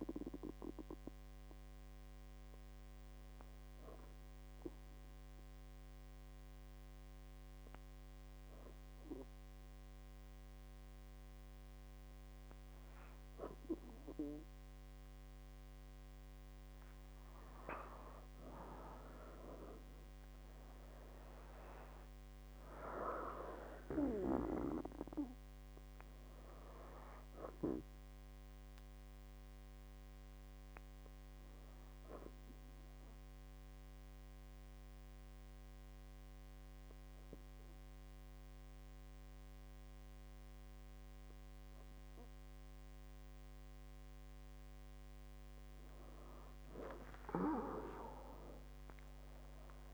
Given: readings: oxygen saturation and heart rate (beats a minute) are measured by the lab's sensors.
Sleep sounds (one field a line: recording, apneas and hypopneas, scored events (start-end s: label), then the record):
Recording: breathing in sleep by a microphone on the trachea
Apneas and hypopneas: 2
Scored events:
3.00-16.00 s: obstructive apnea (oxygen 98% before, 96% lowest, heart rate 63 before, 58 extreme, up 18 after)
18.00-22.00 s: arousal
26.00-34.00 s: bradycardia (device-marked, heart rate 69 before, 58 extreme)
32.50-44.00 s: obstructive apnea (oxygen 98% before, 96% lowest, heart rate 68 before, 58 extreme, up 21 after)
45.50-48.50 s: arousal
From the record:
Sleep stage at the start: N2 (light sleep)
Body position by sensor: on the back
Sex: female